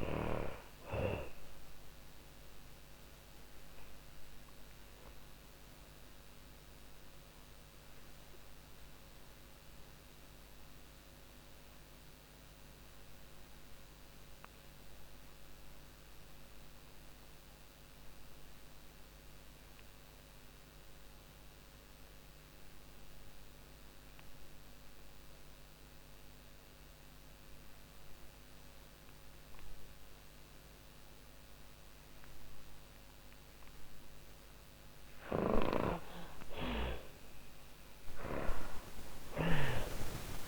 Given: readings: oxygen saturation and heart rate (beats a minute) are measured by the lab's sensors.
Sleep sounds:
breathing in sleep by a microphone on the trachea; 1
0.00-22.00 s: oxygen desaturation (device-marked, oxygen 57% lowest, heart rate 35 extreme)
0.50-32.50 s: obstructive apnea (oxygen 87% before, 57% lowest, heart rate 57 before, 34 extreme, up 16 after)
33.50-38.00 s: snoring (device-marked)
34.00-39.00 s: arousal
From the record:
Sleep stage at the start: REM sleep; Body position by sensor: on the back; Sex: female

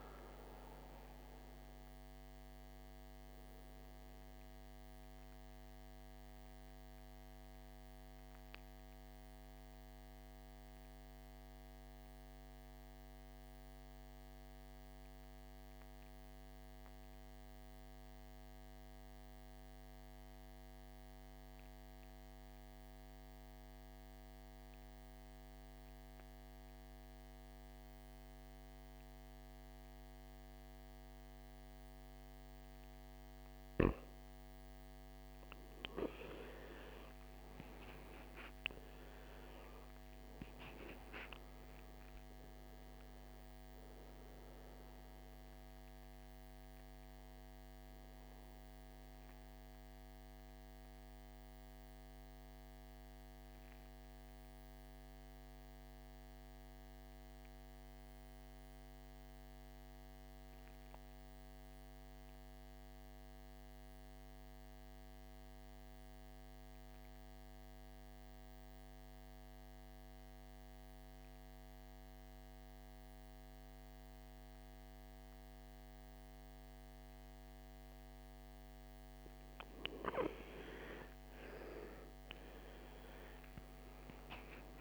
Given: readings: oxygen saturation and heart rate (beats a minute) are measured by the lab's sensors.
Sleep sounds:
breathing in sleep by a microphone on the trachea; 2
0.00-21.00 s: oxygen desaturation (device-marked, oxygen 79% lowest, heart rate 54 extreme)
4.50-32.50 s: mixed apnea (oxygen 99% before, 79% lowest, heart rate 66 before, 54 extreme, up 17 after)
34.00-61.00 s: oxygen desaturation (device-marked, oxygen 99% before, 82% lowest, heart rate 57 before, 52 extreme)
41.00-45.00 s: arousal
49.00-78.00 s: mixed apnea (oxygen 99% before, 82% lowest, heart rate 68 before, 52 extreme, up 20 after)
75.00-84.81 s: oxygen desaturation (device-marked, oxygen 99% before, 82% lowest, heart rate 54 before, 49 extreme)
79.00-82.50 s: arousal
From the record:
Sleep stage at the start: N2 (light sleep); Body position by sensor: on the back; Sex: male

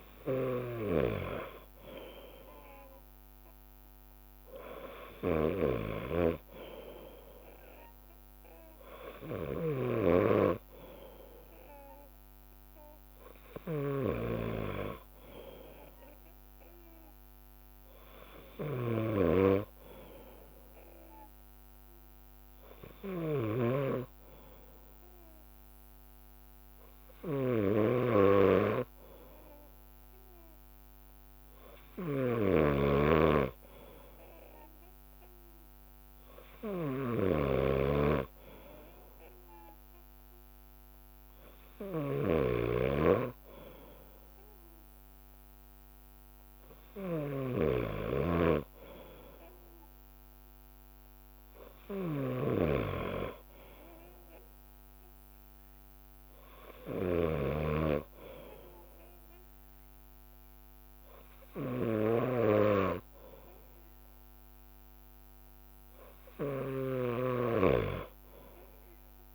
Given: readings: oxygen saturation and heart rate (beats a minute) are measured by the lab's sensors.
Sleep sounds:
breathing in sleep by a microphone on the trachea; none
0.00-2.50 s: bradycardia (device-marked, heart rate 57 extreme)
0.50-10.00 s: leg movement (device-marked)
9.50-34.50 s: bradycardia (device-marked, heart rate 62 before, 57 extreme)
16.50-20.50 s: leg movement (device-marked)
21.00-22.50 s: leg movement (device-marked)
23.00-29.00 s: leg movement (device-marked)
31.50-33.00 s: leg movement (device-marked)
36.50-46.50 s: bradycardia (device-marked, heart rate 62 before, 59 extreme)
57.50-65.50 s: bradycardia (device-marked, heart rate 61 before, 59 extreme)
64.00-66.00 s: leg movement (device-marked)
From the record:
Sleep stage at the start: N2 (light sleep); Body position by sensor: on the left side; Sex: male

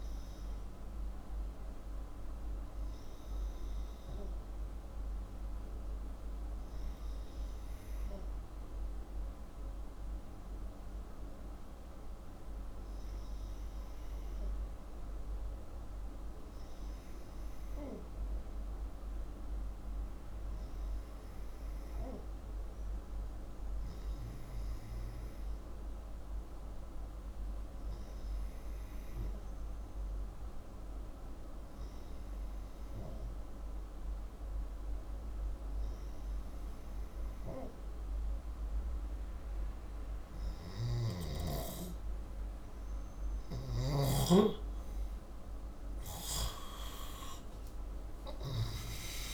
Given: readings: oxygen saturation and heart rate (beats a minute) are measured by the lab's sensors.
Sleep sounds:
breathing in sleep by a room microphone; 1
0.50-39.50 s: hypopnea (oxygen 97% before, 89% lowest, heart rate 63 before, 58 extreme, up 7 after)
40.00-43.50 s: snoring (device-marked)
42.00-46.50 s: arousal
From the record:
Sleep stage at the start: REM sleep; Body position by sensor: upright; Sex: male

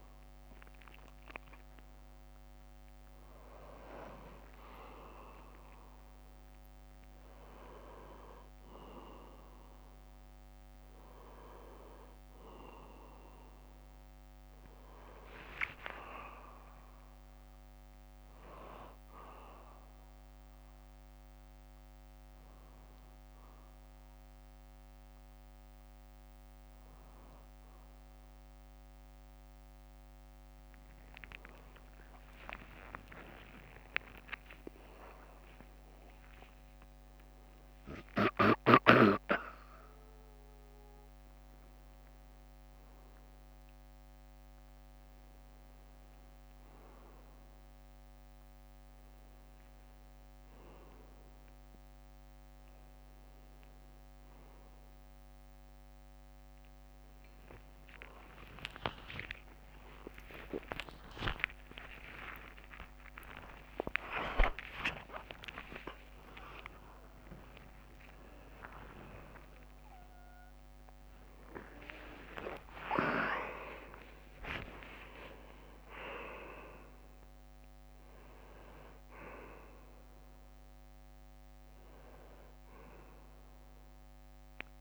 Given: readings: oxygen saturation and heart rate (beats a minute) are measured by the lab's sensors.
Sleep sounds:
a person awake in a sleep study, by a microphone on the trachea; none
29.50-35.50 s: tachycardia (device-marked, heart rate 64 before, 119 extreme)
57.50-74.50 s: tachycardia (device-marked, heart rate 65 before, 176 extreme)
From the record:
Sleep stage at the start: awake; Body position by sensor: on the right side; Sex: male

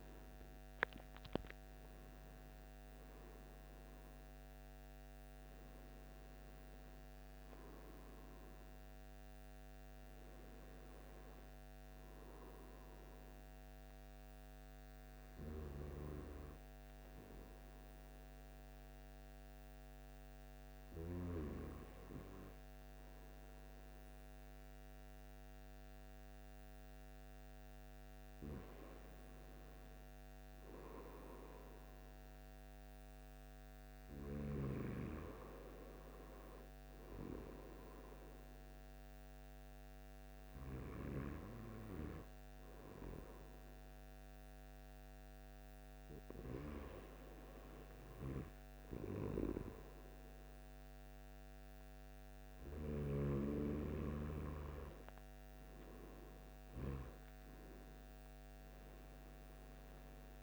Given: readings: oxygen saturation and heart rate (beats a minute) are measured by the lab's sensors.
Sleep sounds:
breathing in sleep by a microphone on the trachea; none
none scored
From the record:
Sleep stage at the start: N2 (light sleep); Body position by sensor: on the right side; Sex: male

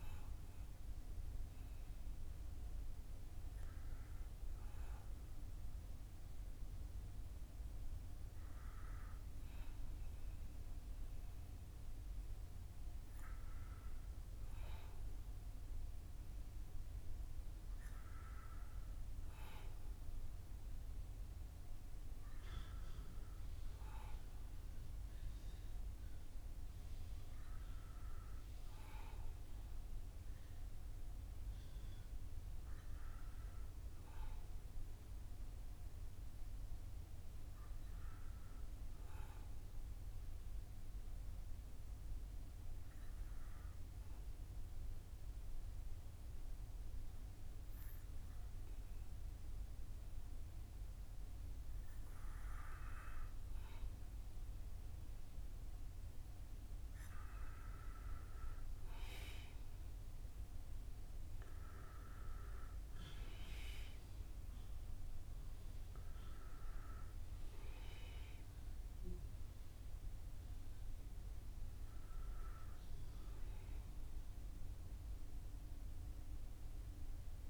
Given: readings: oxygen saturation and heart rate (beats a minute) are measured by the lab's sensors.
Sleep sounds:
breathing in sleep, hard to hear, by a room microphone; 1
34.50-77.50 s: new sleep stage, N2 (light sleep)
39.50-56.00 s: hypopnea (oxygen 94% before, 91% lowest, heart rate 58 before, 52 extreme, up 5 after)
59.00-62.50 s: arousal
From the record:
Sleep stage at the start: N1 (lightest sleep); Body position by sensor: on the back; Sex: male

